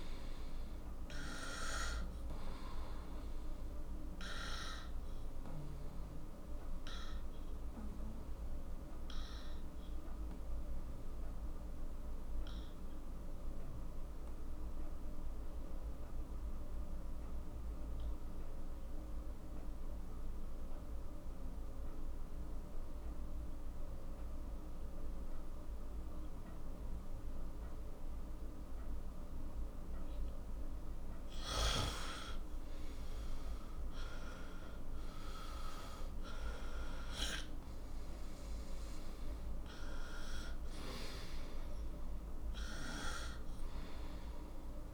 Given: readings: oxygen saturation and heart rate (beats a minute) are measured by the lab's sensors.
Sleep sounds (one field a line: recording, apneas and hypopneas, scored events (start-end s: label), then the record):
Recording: breathing in sleep by a room microphone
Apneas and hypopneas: 1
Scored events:
0.00-16.00 s: oxygen desaturation (device-marked, oxygen 91% lowest, heart rate 40 extreme)
4.00-31.00 s: obstructive apnea (oxygen 98% before, 91% lowest, heart rate 57 before, 39 extreme, up 12 after)
30.00-44.94 s: oxygen desaturation (device-marked, oxygen 98% before, 92% lowest, heart rate 48 before, 39 extreme)
33.00-37.50 s: arousal
From the record:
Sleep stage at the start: N2 (light sleep)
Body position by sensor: on the right side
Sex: male